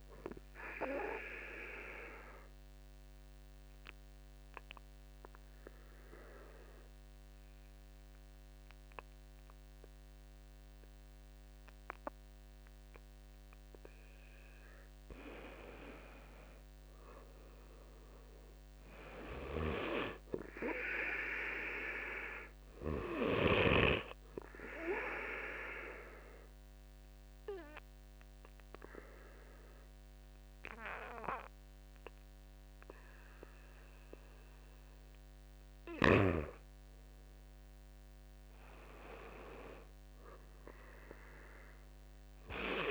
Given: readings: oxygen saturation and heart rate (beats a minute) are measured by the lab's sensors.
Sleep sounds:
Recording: breathing in sleep by a microphone on the trachea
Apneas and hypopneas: 2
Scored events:
0.00-14.00 s: oxygen desaturation (device-marked, oxygen 93% lowest, heart rate 48 extreme)
1.50-14.00 s: obstructive apnea (oxygen 97% before, 89% lowest, heart rate 57 before, 48 extreme, up 9 after)
15.50-20.00 s: arousal
17.00-27.00 s: drop in pulse transit time (device-marked, heart rate 52 before, 48 extreme)
22.00-40.00 s: oxygen desaturation (device-marked, oxygen 95% before, 91% lowest, heart rate 53 before, 46 extreme)
24.00-35.00 s: obstructive apnea (oxygen 97% before, 87% lowest, heart rate 53 before, 46 extreme, up 10 after)
37.50-41.00 s: arousal
From the record:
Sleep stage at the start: N2 (light sleep)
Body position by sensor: on the back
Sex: male

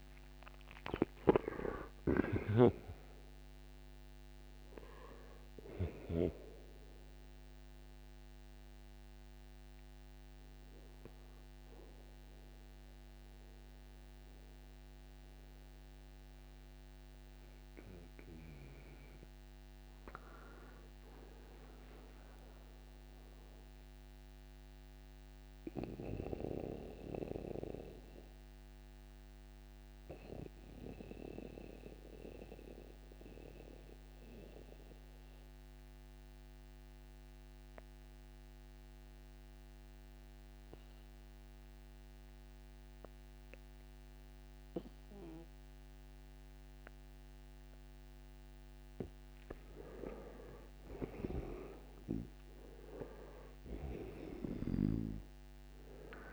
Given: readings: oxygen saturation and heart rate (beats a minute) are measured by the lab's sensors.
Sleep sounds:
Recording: breathing in sleep by a microphone on the trachea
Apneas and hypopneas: 1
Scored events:
0.00-6.00 s: snoring (device-marked)
0.00-26.50 s: oxygen desaturation (device-marked, oxygen 78% lowest, heart rate 56 extreme)
22.00-25.50 s: arousal
26.50-49.00 s: mixed apnea (oxygen 95% before, 83% lowest, heart rate 64 before, 56 extreme, up 6 after)
50.50-55.00 s: arousal
52.50-56.33 s: oxygen desaturation (device-marked, oxygen 96% before, 83% lowest, heart rate 63 before, 59 extreme)
54.00-56.33 s: snoring (device-marked)
From the record:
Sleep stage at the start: N2 (light sleep)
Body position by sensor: on the right side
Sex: male

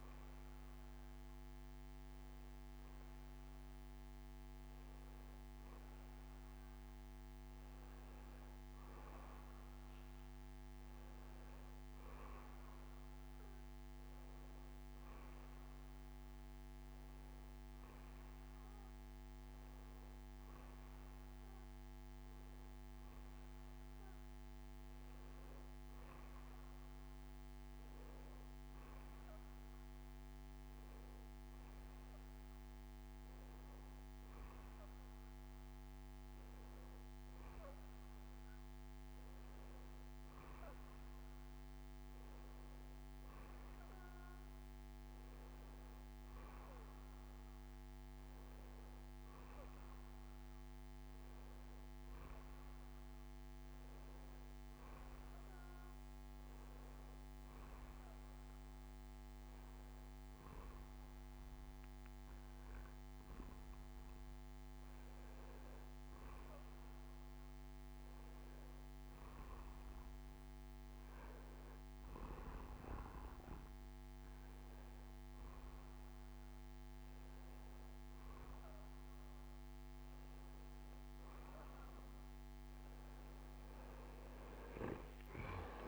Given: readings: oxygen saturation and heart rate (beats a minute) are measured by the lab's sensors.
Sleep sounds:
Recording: breathing in sleep, hard to hear, by a microphone on the trachea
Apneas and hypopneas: none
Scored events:
45.00-51.00 s: bradycardia (device-marked, heart rate 66 before, 58 extreme)
77.00-82.00 s: bradycardia (device-marked, heart rate 65 before, 58 extreme)
From the record:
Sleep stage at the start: N1 (lightest sleep)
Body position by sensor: on the back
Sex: male

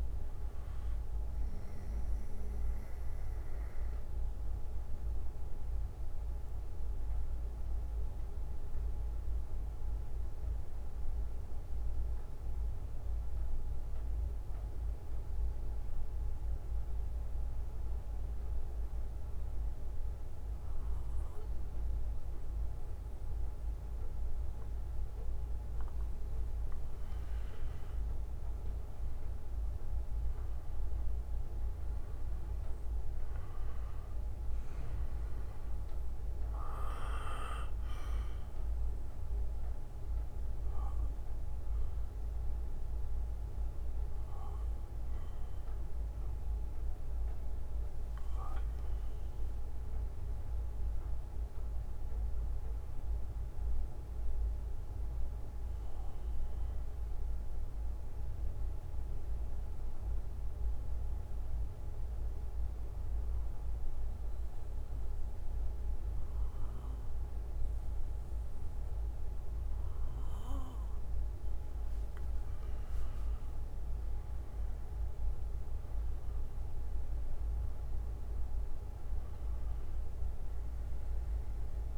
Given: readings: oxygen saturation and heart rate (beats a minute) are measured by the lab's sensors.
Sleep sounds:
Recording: breathing in sleep, hard to hear, by a room microphone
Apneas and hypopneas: 3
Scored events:
2.50-24.50 s: bradycardia (device-marked, heart rate 62 before, 49 extreme)
8.50-27.00 s: obstructive apnea (oxygen 97% before, 91% lowest, heart rate 69 before, 52 extreme, up 13 after)
29.50-33.00 s: arousal
36.50-39.50 s: bradycardia (device-marked, heart rate 62 before, 63 extreme)
36.50-56.50 s: oxygen desaturation (device-marked, oxygen 97% before, 91% lowest, heart rate 60 before, 49 extreme)
38.50-48.50 s: obstructive apnea (oxygen 98% before, 91% lowest, heart rate 61 before, 49 extreme, up 16 after)
40.50-47.50 s: bradycardia (device-marked, heart rate 62 before, 52 extreme)
50.00-53.00 s: arousal
52.50-66.50 s: bradycardia (device-marked, heart rate 62 before, 49 extreme)
55.00-72.00 s: obstructive apnea (oxygen 97% before, 91% lowest, heart rate 60 before, 49 extreme, up 23 after)
74.00-77.50 s: arousal
76.50-81.98 s: oxygen desaturation (device-marked, oxygen 98% before, 92% lowest, heart rate 58 before, 52 extreme)
From the record:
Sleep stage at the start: N2 (light sleep)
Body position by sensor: on the back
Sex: male

